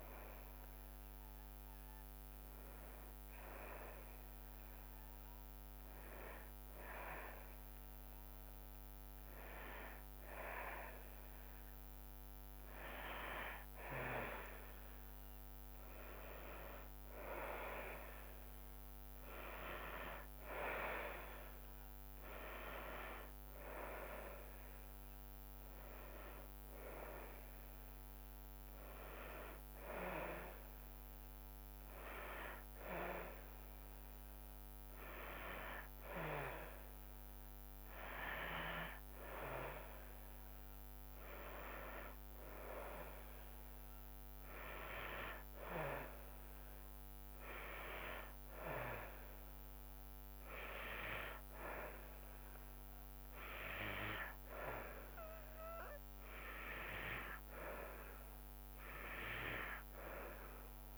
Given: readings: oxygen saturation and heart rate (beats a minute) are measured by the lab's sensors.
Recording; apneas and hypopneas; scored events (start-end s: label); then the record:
breathing in sleep by a microphone on the trachea; none
0.00-2.00 s: drop in pulse transit time (device-marked, heart rate 79 extreme)
0.00-8.00 s: oxygen desaturation (device-marked, oxygen 90% lowest, heart rate 70 extreme)
21.00-34.00 s: oxygen desaturation (device-marked, oxygen 96% before, 92% lowest, heart rate 74 before, 67 extreme)
From the record:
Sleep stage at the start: N2 (light sleep); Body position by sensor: on the back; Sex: female